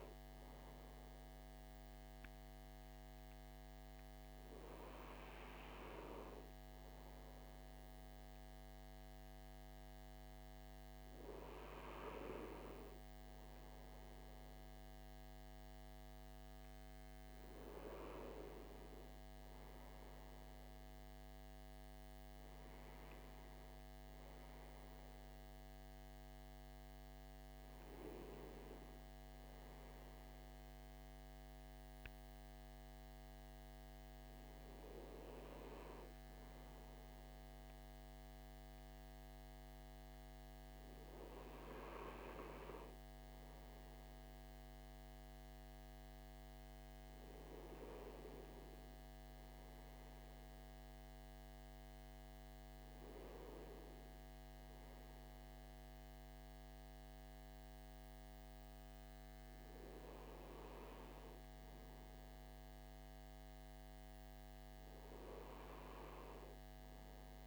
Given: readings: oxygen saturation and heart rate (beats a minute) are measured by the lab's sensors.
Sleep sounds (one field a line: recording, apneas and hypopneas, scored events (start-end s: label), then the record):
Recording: breathing in sleep by a microphone on the trachea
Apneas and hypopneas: none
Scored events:
3.50-67.47 s: new sleep stage, N2 (light sleep)
19.00-23.50 s: arousal
From the record:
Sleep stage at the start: REM sleep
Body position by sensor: on the front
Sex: male